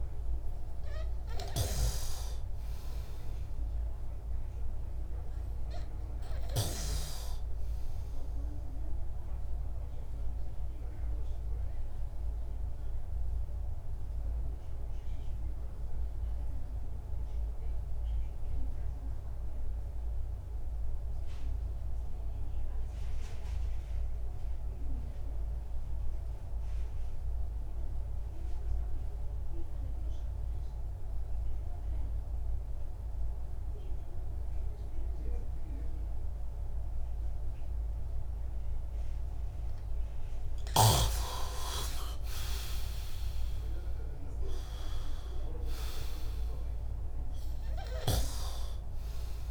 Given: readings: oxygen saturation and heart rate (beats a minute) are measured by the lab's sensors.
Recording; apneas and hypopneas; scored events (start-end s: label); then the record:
breathing in sleep by a room microphone; 1
3.00-26.00 s: oxygen desaturation (device-marked, oxygen 98% before, 91% lowest, heart rate 66 before, 58 extreme)
11.00-39.50 s: obstructive apnea (oxygen 100% before, 89% lowest, heart rate 67 before, 58 extreme, up 19 after)
40.00-49.50 s: oxygen desaturation (device-marked, oxygen 98% before, 89% lowest, heart rate 61 before, 62 extreme)
41.50-45.00 s: arousal
From the record:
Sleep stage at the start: N2 (light sleep); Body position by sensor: on the back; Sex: male